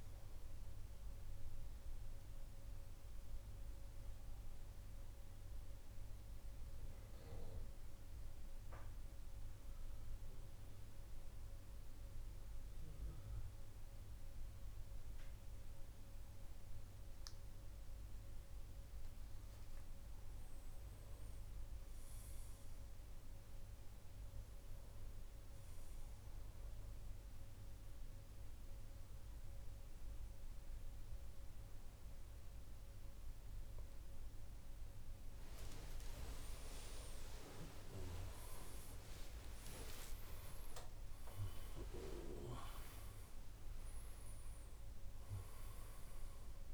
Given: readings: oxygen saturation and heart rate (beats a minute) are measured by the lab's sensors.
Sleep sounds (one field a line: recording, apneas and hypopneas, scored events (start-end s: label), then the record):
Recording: breathing in sleep by a room microphone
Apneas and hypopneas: 2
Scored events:
0.50-18.50 s: mixed apnea (oxygen 98% before, 94% lowest, heart rate 73 before, 68 extreme, up 4 after)
19.50-23.00 s: arousal
19.50-37.50 s: oxygen desaturation (device-marked, oxygen 97% before, 94% lowest, heart rate 71 before, 68 extreme)
26.50-36.50 s: central apnea (oxygen 98% before, 92% lowest, heart rate 70 before, 69 extreme, up 21 after)
38.00-42.50 s: arousal
From the record:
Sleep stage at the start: N2 (light sleep)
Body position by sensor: on the back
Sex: male